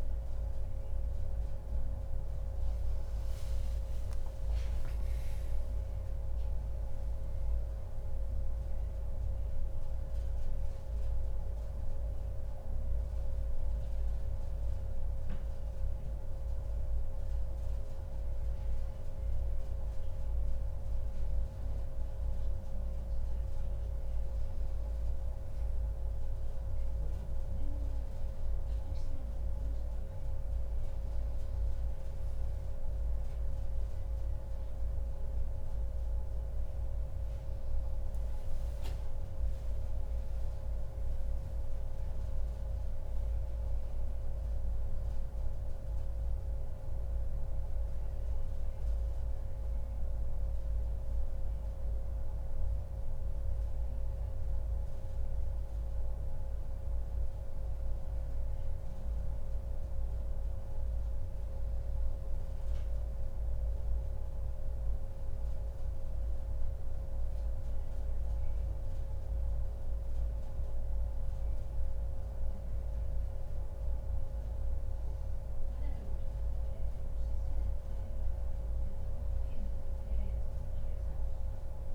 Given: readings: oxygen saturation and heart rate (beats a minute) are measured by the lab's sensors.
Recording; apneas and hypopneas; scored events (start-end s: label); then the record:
breathing in sleep, hard to hear, by a room microphone; none
3.00-7.50 s: arousal
75.00-81.95 s: new sleep stage, N2 (light sleep)
From the record:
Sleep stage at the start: N1 (lightest sleep); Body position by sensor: on the back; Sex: male